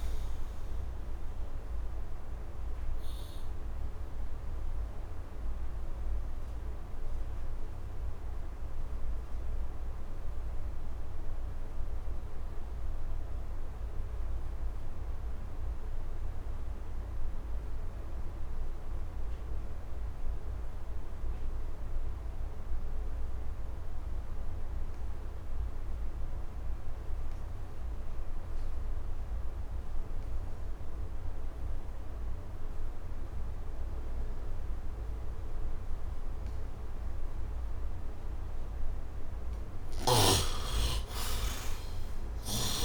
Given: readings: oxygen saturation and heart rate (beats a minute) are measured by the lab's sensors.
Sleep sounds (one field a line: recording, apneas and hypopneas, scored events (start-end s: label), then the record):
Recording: breathing in sleep, hard to hear, by a room microphone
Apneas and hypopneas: 1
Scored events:
0.00-9.00 s: oxygen desaturation (device-marked, oxygen 73% lowest, heart rate 70 extreme)
1.50-38.00 s: obstructive apnea (oxygen 95% before, 68% lowest, heart rate 79 before, 68 extreme, up 28 after)
18.00-42.85 s: oxygen desaturation (device-marked, oxygen 100% before, 68% lowest, heart rate 82 before, 68 extreme)
40.00-42.85 s: arousal
From the record:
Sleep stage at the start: N2 (light sleep)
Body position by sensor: on the right side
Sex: male